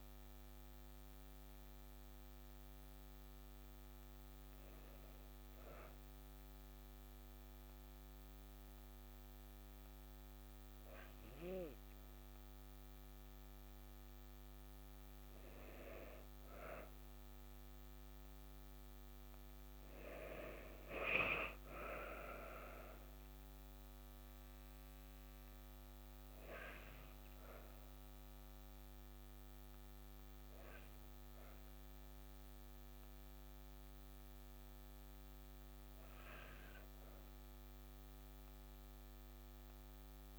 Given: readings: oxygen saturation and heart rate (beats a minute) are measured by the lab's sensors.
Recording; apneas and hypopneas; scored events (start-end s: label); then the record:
breathing in sleep by a microphone on the trachea; none
none scored
From the record:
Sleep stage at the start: N2 (light sleep); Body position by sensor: on the back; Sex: female